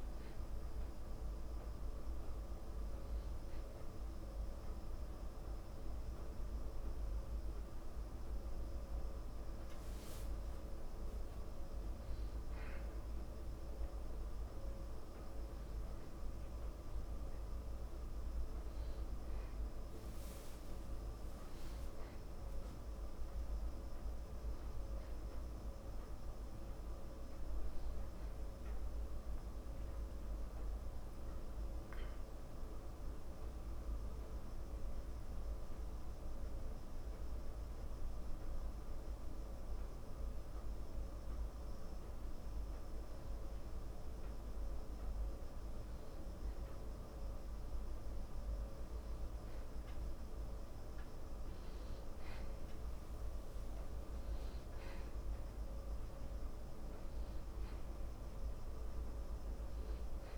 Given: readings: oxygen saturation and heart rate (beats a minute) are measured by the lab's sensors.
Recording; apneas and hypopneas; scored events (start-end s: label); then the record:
breathing in sleep, hard to hear, by a room microphone; 1
30.50-41.50 s: hypopnea (oxygen 97% before, 95% lowest, heart rate 56 before, 55 extreme, up 23 after)
45.00-49.50 s: arousal
From the record:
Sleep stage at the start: N1 (lightest sleep); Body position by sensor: on the back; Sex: male